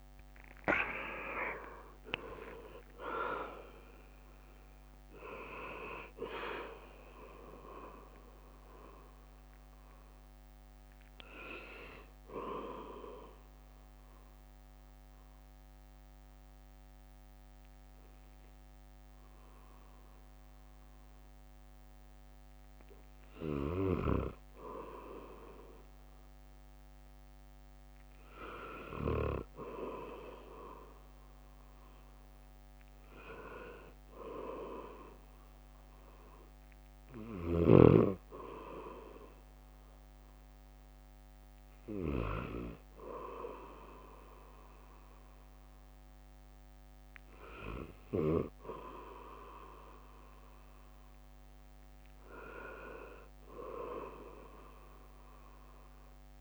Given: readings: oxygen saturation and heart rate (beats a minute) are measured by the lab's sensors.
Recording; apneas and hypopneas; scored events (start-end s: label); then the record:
breathing in sleep by a microphone on the trachea; 1
0.00-10.50 s: drop in pulse transit time (device-marked, heart rate 66 extreme)
0.00-29.50 s: oxygen desaturation (device-marked, oxygen 81% lowest, heart rate 52 extreme)
12.50-23.50 s: mixed apnea (oxygen 92% before, 81% lowest, heart rate 75 before, 54 extreme, up 3 after)
27.00-31.00 s: arousal
From the record:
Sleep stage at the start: N2 (light sleep); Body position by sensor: on the back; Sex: male